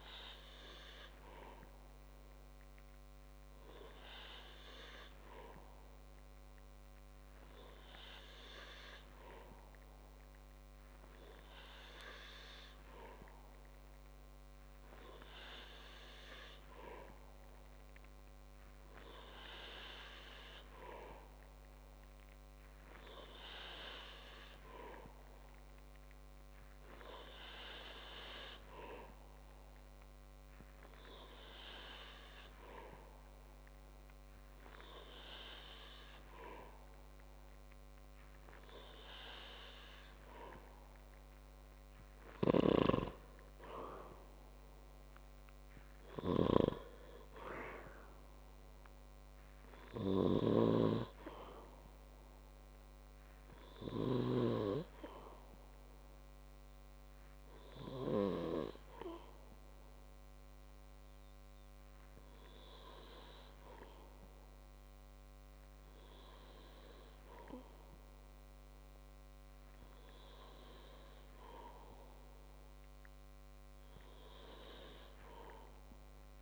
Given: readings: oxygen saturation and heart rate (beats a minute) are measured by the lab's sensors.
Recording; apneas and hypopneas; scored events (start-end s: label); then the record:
breathing in sleep by a microphone on the trachea; none
51.00-55.00 s: snoring (device-marked)
From the record:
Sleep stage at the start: N2 (light sleep); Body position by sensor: on the back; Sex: male